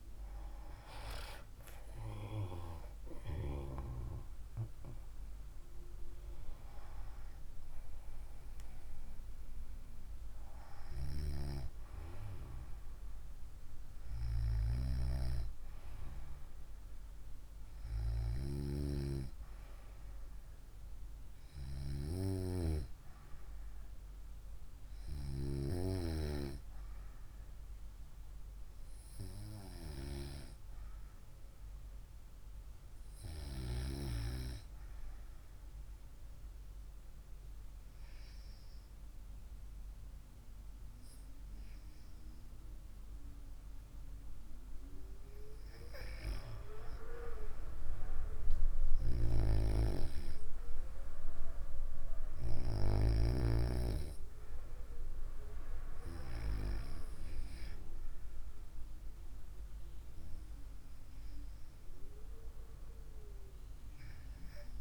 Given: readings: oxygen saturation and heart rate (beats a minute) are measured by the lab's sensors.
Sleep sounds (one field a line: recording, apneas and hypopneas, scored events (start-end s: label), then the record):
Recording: breathing in sleep by a room microphone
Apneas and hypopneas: none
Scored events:
2.00-6.50 s: arousal
15.50-45.50 s: new sleep stage, N2 (light sleep)
45.50-64.81 s: new sleep stage, REM sleep
From the record:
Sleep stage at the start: N1 (lightest sleep)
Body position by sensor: on the right side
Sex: female